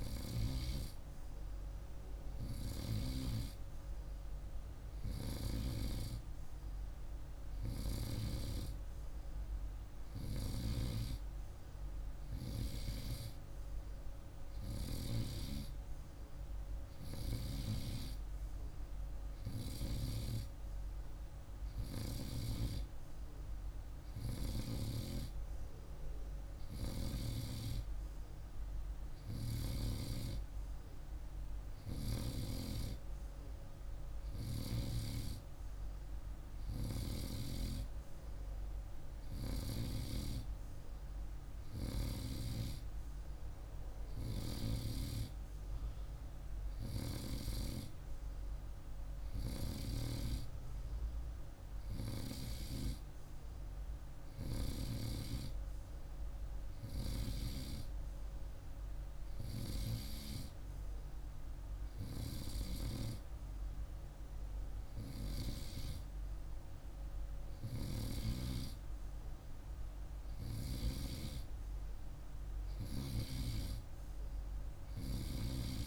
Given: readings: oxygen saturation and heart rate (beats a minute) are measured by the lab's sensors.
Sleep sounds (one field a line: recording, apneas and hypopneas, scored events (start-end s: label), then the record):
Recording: breathing in sleep by a room microphone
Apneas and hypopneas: none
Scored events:
none scored
From the record:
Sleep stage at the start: N2 (light sleep)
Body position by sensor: on the right side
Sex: male